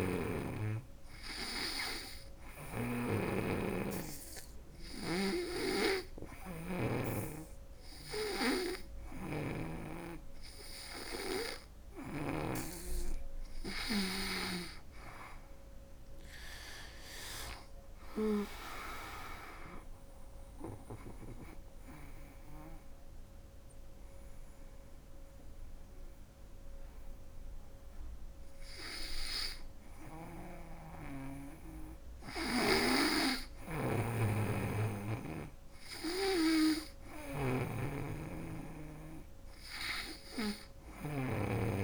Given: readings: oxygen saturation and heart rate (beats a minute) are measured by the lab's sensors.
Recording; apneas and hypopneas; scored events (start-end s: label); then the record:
breathing in sleep by a room microphone; 1
0.00-12.00 s: snoring (device-marked)
1.50-12.00 s: obstructive apnea (oxygen 98% before, 96% lowest, heart rate 79 before, 69 extreme, up 3 after)
15.00-18.00 s: arousal
33.00-41.83 s: snoring (device-marked)
From the record:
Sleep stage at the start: N2 (light sleep); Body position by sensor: on the back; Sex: female